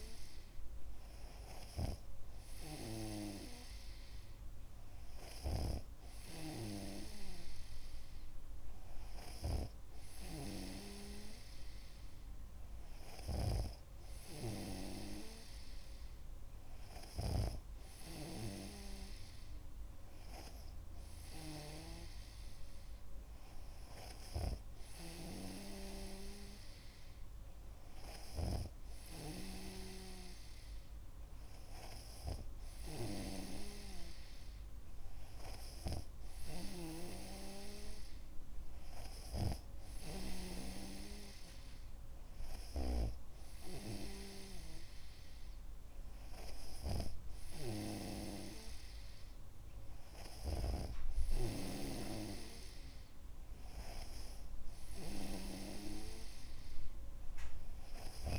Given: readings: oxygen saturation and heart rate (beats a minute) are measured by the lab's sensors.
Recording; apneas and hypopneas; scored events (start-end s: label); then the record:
breathing in sleep by a room microphone; none
13.50-18.00 s: snoring (device-marked)
37.00-41.00 s: snoring (device-marked)
From the record:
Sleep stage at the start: N2 (light sleep); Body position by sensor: on the back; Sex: male